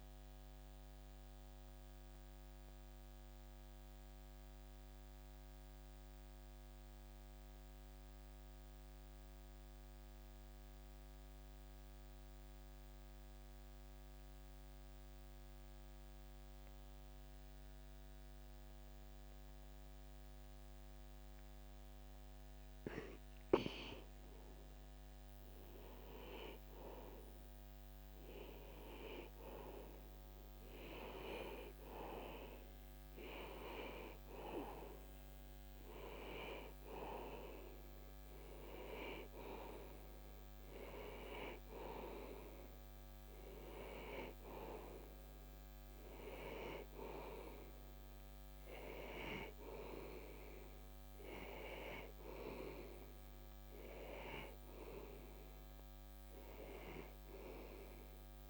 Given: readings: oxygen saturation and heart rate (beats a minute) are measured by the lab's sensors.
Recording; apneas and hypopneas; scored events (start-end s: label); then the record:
breathing in sleep by a microphone on the trachea; 1
0.00-10.50 s: oxygen desaturation (device-marked, oxygen 87% lowest, heart rate 40 extreme)
0.50-24.00 s: mixed apnea (oxygen 96% before, 87% lowest)
26.50-30.50 s: arousal
33.50-58.50 s: oxygen desaturation (device-marked, oxygen 97% before, 87% lowest)
56.00-58.50 s: arousal
From the record:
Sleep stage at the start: N2 (light sleep); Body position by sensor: on the back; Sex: male